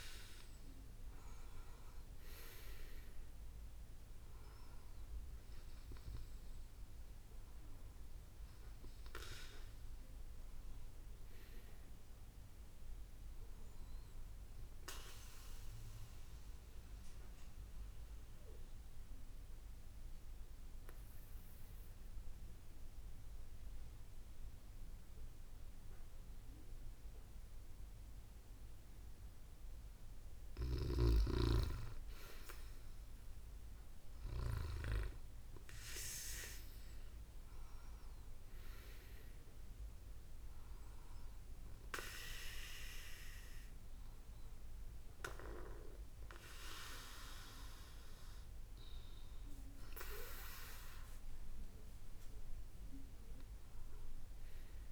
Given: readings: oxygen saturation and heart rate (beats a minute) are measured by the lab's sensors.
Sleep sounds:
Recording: breathing in sleep by a room microphone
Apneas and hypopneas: 1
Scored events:
15.00-29.50 s: obstructive apnea (oxygen 96% before, 94% lowest, heart rate 72 before, 65 extreme, up 8 after)
32.00-36.50 s: arousal
34.00-50.00 s: oxygen desaturation (device-marked, oxygen 97% before, 94% lowest, heart rate 68 before, 58 extreme)
From the record:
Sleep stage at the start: N2 (light sleep)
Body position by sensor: on the back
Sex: female

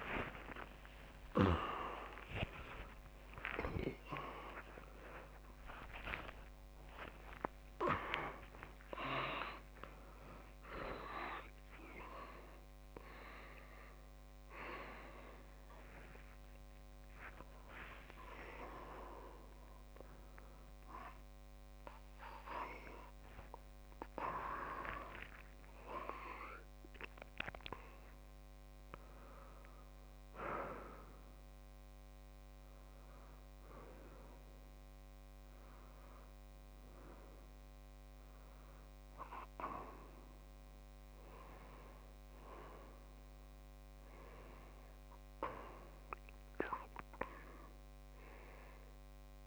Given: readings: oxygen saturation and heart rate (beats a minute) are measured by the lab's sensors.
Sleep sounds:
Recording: a person awake in a sleep study, by a microphone on the trachea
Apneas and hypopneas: none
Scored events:
0.00-7.50 s: oxygen desaturation (device-marked, oxygen 92% lowest)
3.00-5.00 s: long interval between heartbeats (device-marked)
38.50-49.47 s: new sleep stage, N1 (lightest sleep)
From the record:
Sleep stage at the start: awake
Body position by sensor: on the left side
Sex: male

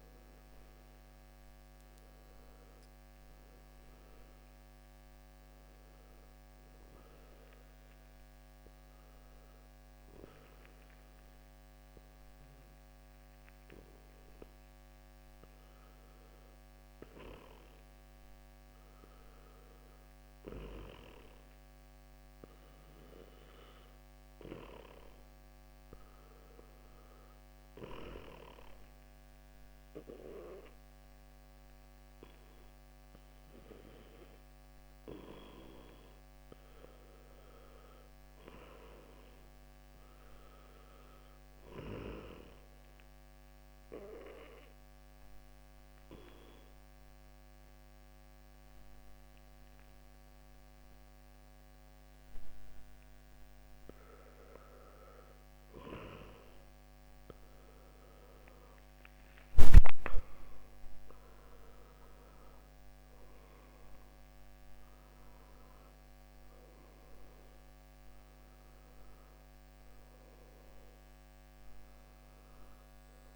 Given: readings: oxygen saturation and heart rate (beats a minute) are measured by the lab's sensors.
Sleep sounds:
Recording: breathing in sleep by a microphone on the trachea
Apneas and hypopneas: 2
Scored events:
7.00-19.00 s: hypopnea (oxygen 95% before, 89% lowest, heart rate 70 before, 59 extreme, up 4 after)
19.50-23.50 s: arousal
28.00-51.00 s: oxygen desaturation (device-marked, oxygen 96% before, 90% lowest, heart rate 61 before, 60 extreme)
44.50-55.00 s: obstructive apnea (oxygen 96% before, 89% lowest, heart rate 63 before, 62 extreme, up 11 after)
61.00-65.00 s: arousal
From the record:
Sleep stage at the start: N2 (light sleep)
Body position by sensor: on the back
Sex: male

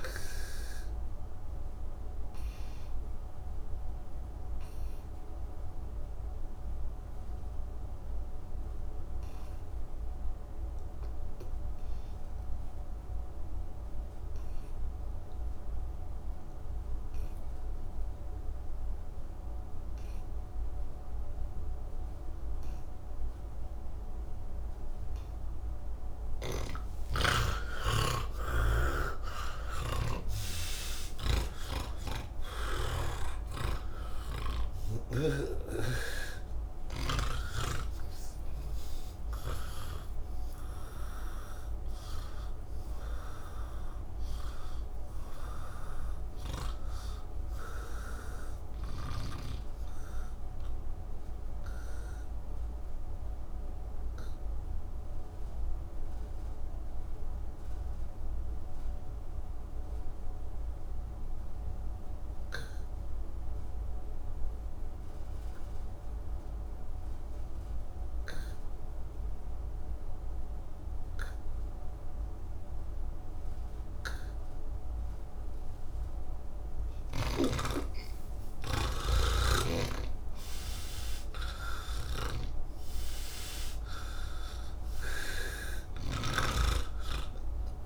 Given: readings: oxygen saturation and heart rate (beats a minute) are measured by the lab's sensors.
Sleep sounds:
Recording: breathing in sleep by a room microphone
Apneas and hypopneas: 2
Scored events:
0.00-14.00 s: oxygen desaturation (device-marked, oxygen 83% lowest, heart rate 64 extreme)
4.00-24.50 s: obstructive apnea (oxygen 97% before, 80% lowest, heart rate 133 before, 77 extreme, up 20 after)
26.50-33.00 s: snoring (device-marked)
27.00-58.00 s: oxygen desaturation (device-marked, oxygen 98% before, 80% lowest, heart rate 122 before, 59 extreme)
49.00-72.50 s: obstructive apnea (oxygen 97% before, 80% lowest, heart rate 121 before, 59 extreme)
72.00-87.86 s: oxygen desaturation (device-marked, oxygen 99% before, 82% lowest, heart rate 145 before, 28 extreme)
82.00-86.50 s: snoring (device-marked)
From the record:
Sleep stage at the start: N2 (light sleep)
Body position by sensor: on the back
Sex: male

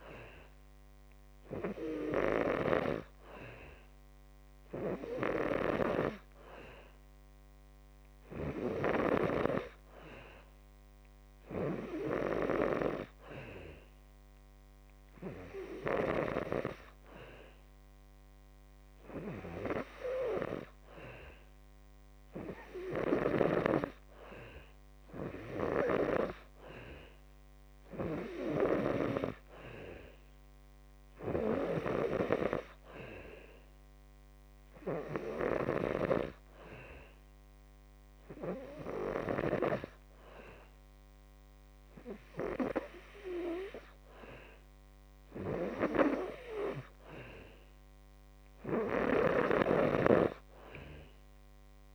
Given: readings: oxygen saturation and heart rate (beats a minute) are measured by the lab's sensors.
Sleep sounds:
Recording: breathing in sleep by a microphone on the trachea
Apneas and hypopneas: none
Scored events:
none scored
From the record:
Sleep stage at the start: N2 (light sleep)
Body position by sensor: on the back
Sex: male

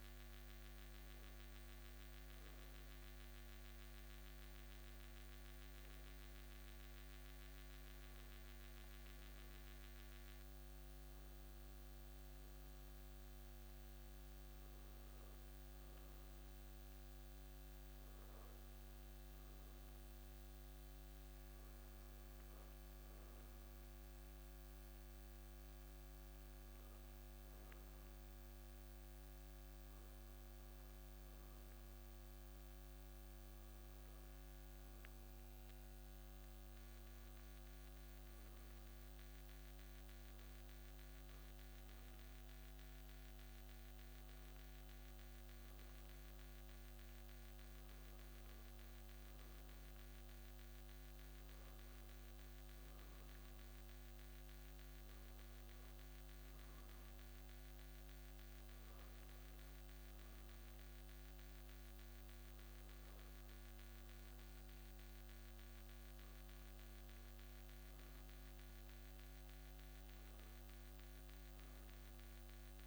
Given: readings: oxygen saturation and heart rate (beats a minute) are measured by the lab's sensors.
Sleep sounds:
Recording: breathing in sleep, hard to hear, by a microphone on the trachea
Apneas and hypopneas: none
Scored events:
none scored
From the record:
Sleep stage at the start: N1 (lightest sleep)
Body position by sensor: on the back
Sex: male

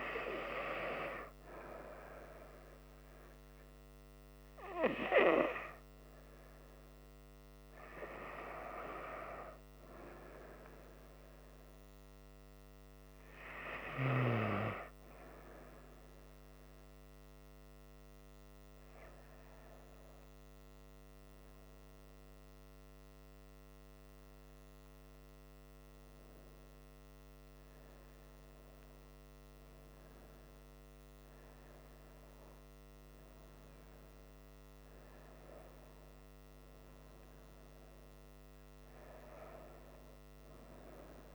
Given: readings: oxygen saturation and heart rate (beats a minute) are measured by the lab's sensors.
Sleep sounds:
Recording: breathing in sleep by a microphone on the trachea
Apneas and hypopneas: none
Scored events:
20.50-26.00 s: arousal
From the record:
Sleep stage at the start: N2 (light sleep)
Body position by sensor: on the front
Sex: female

